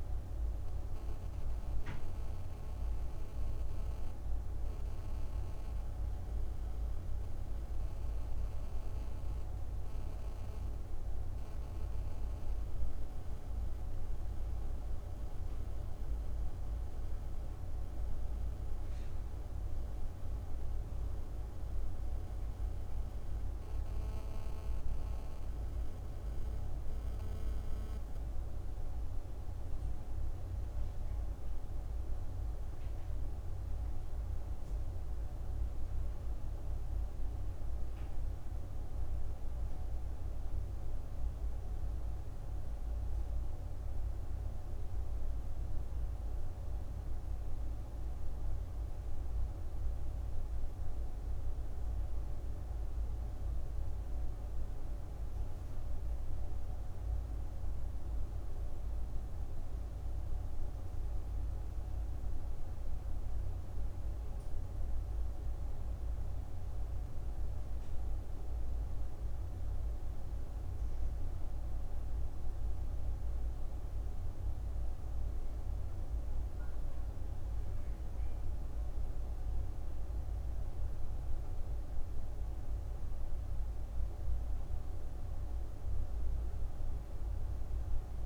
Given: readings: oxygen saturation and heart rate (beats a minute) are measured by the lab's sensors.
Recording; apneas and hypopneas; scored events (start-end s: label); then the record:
breathing in sleep, hard to hear, by a room microphone; none
none scored
From the record:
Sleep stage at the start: N1 (lightest sleep); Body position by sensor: on the right side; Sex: female